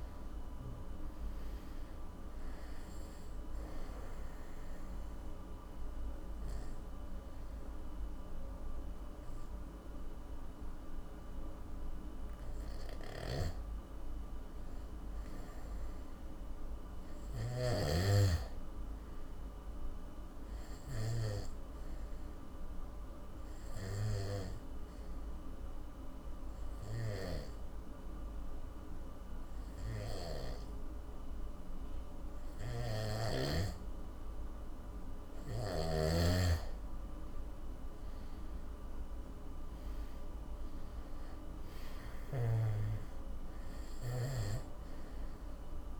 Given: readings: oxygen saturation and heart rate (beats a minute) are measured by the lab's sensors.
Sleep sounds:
breathing in sleep by a room microphone; 2
0.00-1.00 s: arousal
0.00-17.00 s: oxygen desaturation (device-marked, oxygen 86% lowest, heart rate 48 extreme)
4.00-14.50 s: obstructive apnea (oxygen 98% before, 86% lowest, heart rate 61 before, 48 extreme, up 12 after)
13.00-17.50 s: snoring (device-marked)
16.00-19.00 s: arousal
22.00-34.50 s: obstructive apnea (oxygen 98% before, 86% lowest, heart rate 58 before, 50 extreme, up 20 after)
25.00-34.00 s: oxygen desaturation (device-marked, oxygen 97% before, 93% lowest, heart rate 56 before, 51 extreme)
32.50-36.00 s: snoring (device-marked)
38.50-41.50 s: arousal
42.00-46.00 s: oxygen desaturation (device-marked, oxygen 96% before, 88% lowest, heart rate 58 before, 51 extreme)
From the record:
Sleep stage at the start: N2 (light sleep); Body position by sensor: on the back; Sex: male

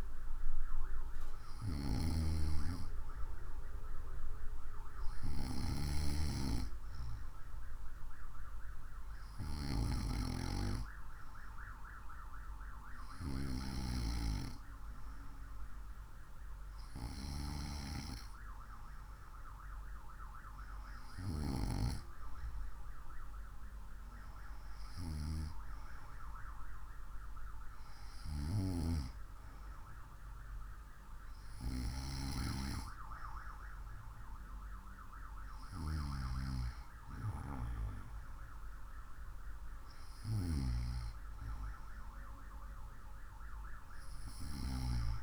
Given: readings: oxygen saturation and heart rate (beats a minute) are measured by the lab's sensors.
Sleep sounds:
breathing in sleep by a room microphone; none
none scored
From the record:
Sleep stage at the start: N2 (light sleep); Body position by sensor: on the right side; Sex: female

